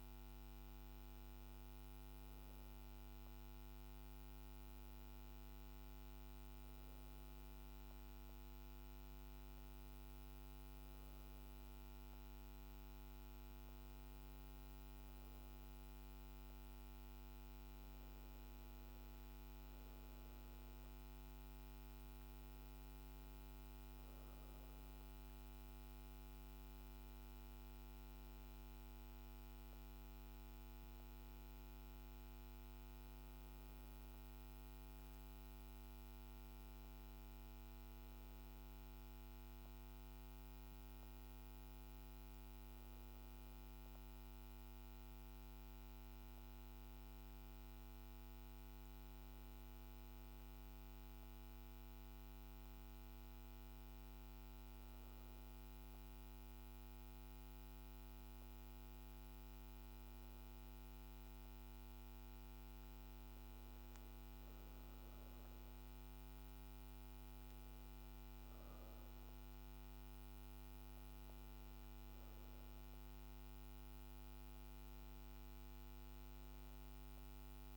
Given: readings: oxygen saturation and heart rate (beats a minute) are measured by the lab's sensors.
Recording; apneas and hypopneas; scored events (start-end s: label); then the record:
breathing in sleep, hard to hear, by a microphone on the trachea; none
none scored
From the record:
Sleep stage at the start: REM sleep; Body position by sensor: on the back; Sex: female